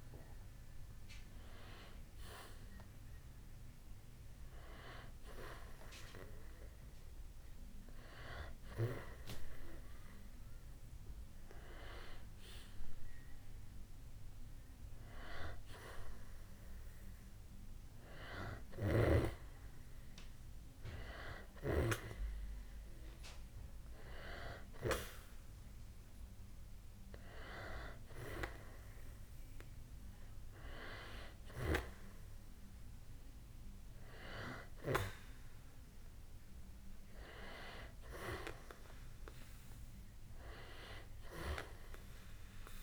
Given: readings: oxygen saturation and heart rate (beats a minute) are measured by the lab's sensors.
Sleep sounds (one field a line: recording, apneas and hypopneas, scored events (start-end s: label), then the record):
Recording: breathing in sleep by a room microphone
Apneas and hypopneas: none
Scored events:
none scored
From the record:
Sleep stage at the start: N2 (light sleep)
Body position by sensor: on the back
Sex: male